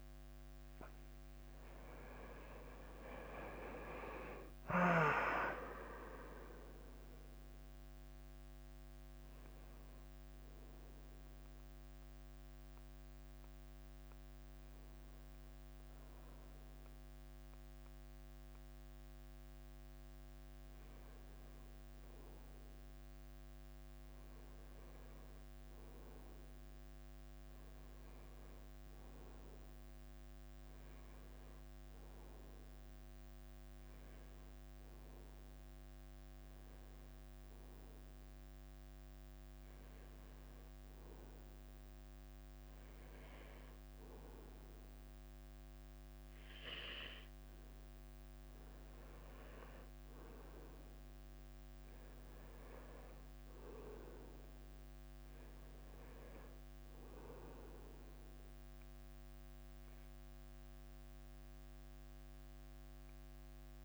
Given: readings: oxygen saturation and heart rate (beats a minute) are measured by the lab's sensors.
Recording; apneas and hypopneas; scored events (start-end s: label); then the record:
breathing in sleep by a microphone on the trachea; 2
0.00-10.50 s: oxygen desaturation (device-marked, oxygen 91% lowest, heart rate 89 extreme)
0.00-15.50 s: drop in pulse transit time (device-marked, heart rate 89 extreme)
9.00-19.50 s: hypopnea (oxygen 96% before, 91% lowest, heart rate 94 before, 89 extreme, up 1 after)
23.00-27.50 s: arousal
25.50-63.85 s: new sleep stage, N2 (light sleep)
36.00-46.00 s: hypopnea (oxygen 97% before, 92% lowest, heart rate 90 before, 88 extreme, up 0 after)
47.50-63.85 s: oxygen desaturation (device-marked, oxygen 98% before, 92% lowest, heart rate 91 before, 83 extreme)
51.50-56.50 s: arousal
From the record:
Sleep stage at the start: N1 (lightest sleep); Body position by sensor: on the right side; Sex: male